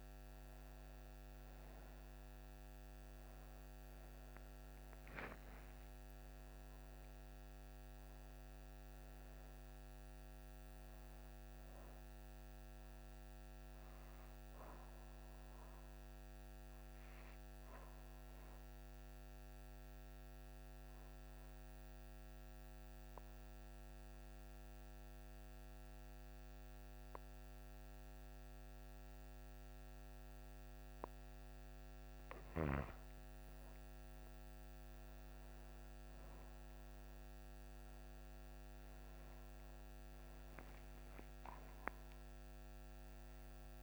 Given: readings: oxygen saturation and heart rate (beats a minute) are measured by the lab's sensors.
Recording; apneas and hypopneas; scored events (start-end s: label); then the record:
breathing in sleep, hard to hear, by a microphone on the trachea; 1
0.00-29.00 s: oxygen desaturation (device-marked, oxygen 88% lowest)
17.50-33.50 s: obstructive apnea (oxygen 96% before, 88% lowest)
37.00-41.00 s: arousal
From the record:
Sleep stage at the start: N2 (light sleep); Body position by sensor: on the back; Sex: female